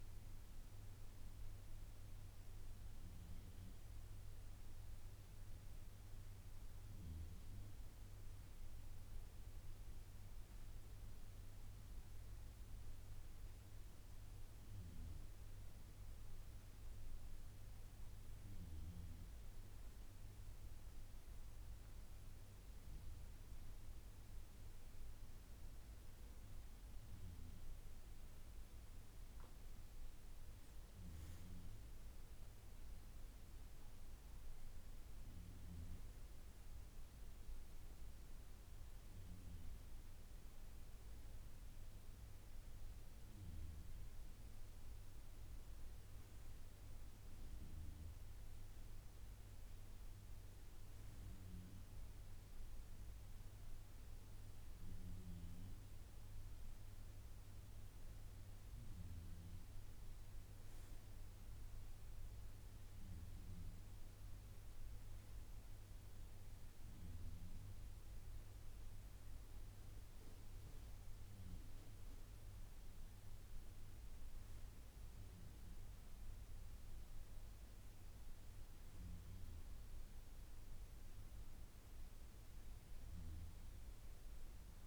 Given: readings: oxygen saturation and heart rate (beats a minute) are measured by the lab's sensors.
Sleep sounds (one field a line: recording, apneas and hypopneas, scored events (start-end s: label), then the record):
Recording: breathing in sleep, hard to hear, by a room microphone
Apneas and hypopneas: none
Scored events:
none scored
From the record:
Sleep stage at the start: N2 (light sleep)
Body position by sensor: on the right side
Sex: male